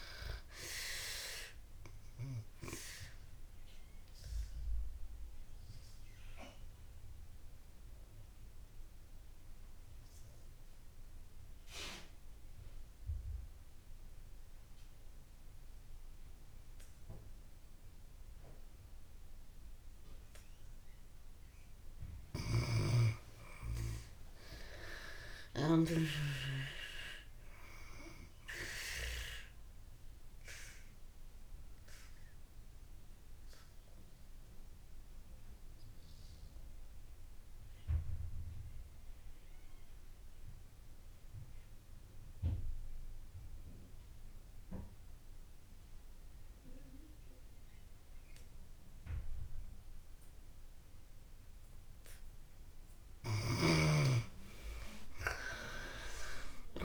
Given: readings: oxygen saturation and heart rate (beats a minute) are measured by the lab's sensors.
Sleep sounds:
breathing in sleep by a room microphone; 2
0.00-22.00 s: oxygen desaturation (device-marked, oxygen 77% lowest)
3.00-21.50 s: obstructive apnea (oxygen 97% before, 75% lowest)
23.50-26.50 s: arousal
27.00-50.00 s: oxygen desaturation (device-marked, oxygen 96% before, 78% lowest)
29.00-52.00 s: obstructive apnea (oxygen 96% before, 73% lowest)
54.50-56.85 s: arousal
From the record:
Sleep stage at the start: N2 (light sleep); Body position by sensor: on the back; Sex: female

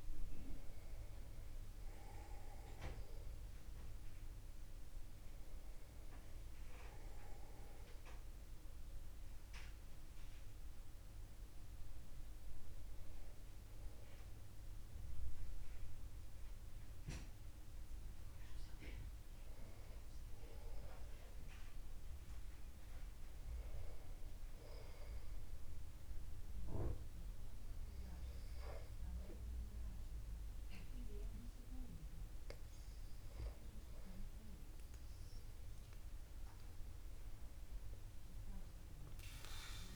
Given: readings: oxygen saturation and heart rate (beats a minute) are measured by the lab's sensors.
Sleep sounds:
breathing in sleep by a room microphone; none
39.00-39.96 s: new sleep stage, N2 (light sleep)
From the record:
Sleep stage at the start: N1 (lightest sleep); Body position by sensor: upright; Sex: male

